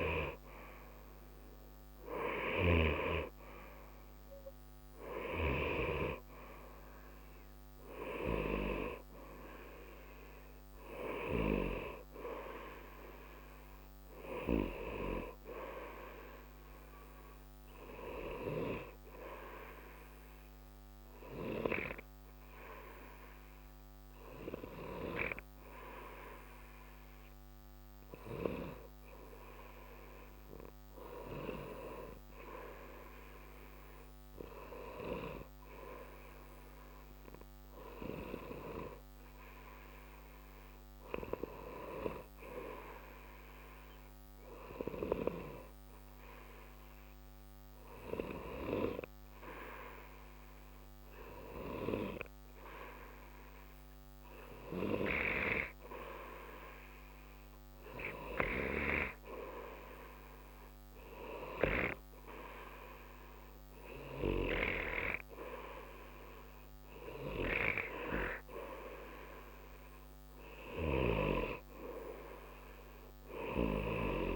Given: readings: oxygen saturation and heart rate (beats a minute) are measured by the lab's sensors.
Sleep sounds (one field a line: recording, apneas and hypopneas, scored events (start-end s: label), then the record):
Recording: breathing in sleep by a microphone on the trachea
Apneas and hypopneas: 1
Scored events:
0.00-25.50 s: oxygen desaturation (device-marked, oxygen 90% lowest, heart rate 58 extreme)
23.50-54.50 s: hypopnea (oxygen 94% before, 92% lowest, heart rate 60 before, 60 extreme, up 2 after)
51.50-54.50 s: oxygen desaturation (device-marked, oxygen 95% before, 94% lowest, heart rate 61 before, 60 extreme)
57.00-60.50 s: arousal
From the record:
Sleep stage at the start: N2 (light sleep)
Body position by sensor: on the right side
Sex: male